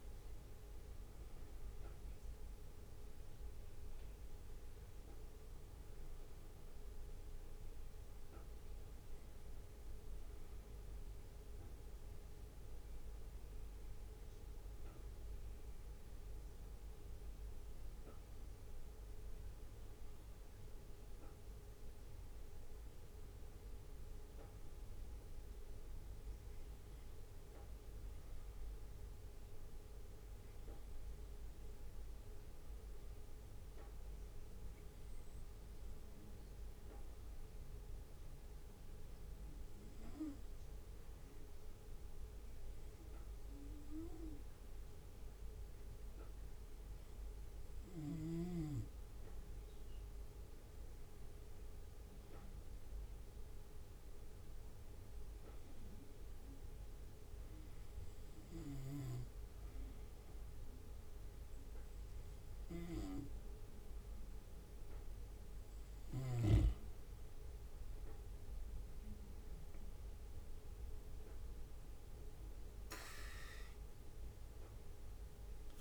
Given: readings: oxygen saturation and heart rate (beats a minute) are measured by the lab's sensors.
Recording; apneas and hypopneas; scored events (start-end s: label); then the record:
breathing in sleep by a room microphone; 1
0.00-9.50 s: bradycardia (device-marked, heart rate 58 extreme)
11.50-24.50 s: bradycardia (device-marked, heart rate 59 before, 58 extreme)
17.50-20.50 s: arousal
22.50-48.50 s: hypopnea (oxygen 98% before, 95% lowest, heart rate 59 before, 56 extreme, up 1 after)
25.50-38.50 s: bradycardia (device-marked, heart rate 59 before, 56 extreme)
51.50-55.50 s: arousal
55.50-66.50 s: bradycardia (device-marked, heart rate 59 before, 58 extreme)
70.50-75.81 s: bradycardia (device-marked, heart rate 59 before, 56 extreme)
From the record:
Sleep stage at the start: N2 (light sleep); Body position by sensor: on the back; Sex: male